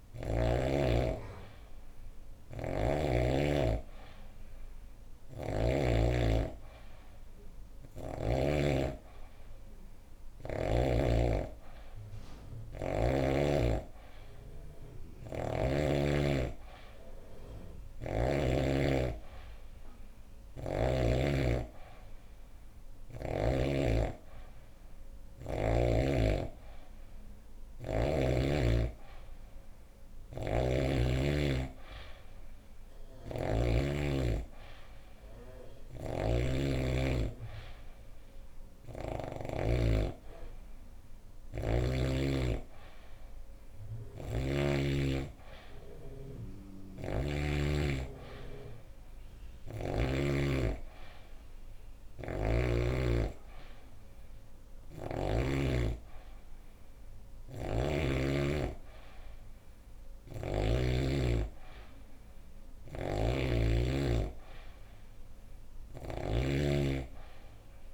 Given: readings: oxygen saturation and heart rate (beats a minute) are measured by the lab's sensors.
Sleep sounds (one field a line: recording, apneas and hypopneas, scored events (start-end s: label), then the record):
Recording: breathing in sleep by a room microphone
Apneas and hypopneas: none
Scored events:
30.00-33.50 s: snoring (device-marked)
35.50-39.00 s: snoring (device-marked)
43.50-47.00 s: snoring (device-marked)
51.50-55.00 s: snoring (device-marked)
57.00-60.50 s: snoring (device-marked)
62.50-66.00 s: snoring (device-marked)
From the record:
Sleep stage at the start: N3 (deep sleep)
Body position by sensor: on the back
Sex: female